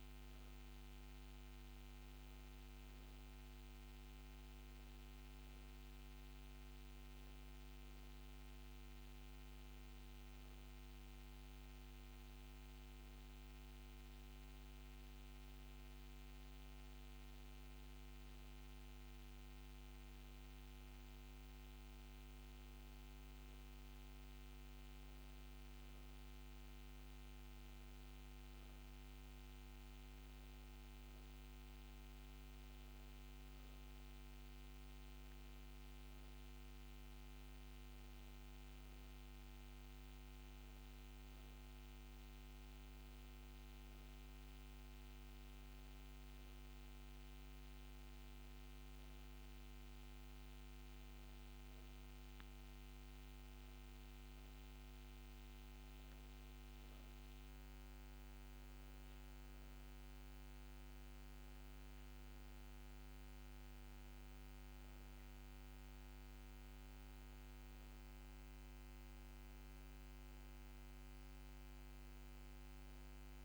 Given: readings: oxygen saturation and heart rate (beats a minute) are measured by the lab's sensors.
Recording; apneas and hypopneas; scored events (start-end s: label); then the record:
breathing in sleep, hard to hear, by a microphone on the trachea; none
none scored
From the record:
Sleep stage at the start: N1 (lightest sleep); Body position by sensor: on the back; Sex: female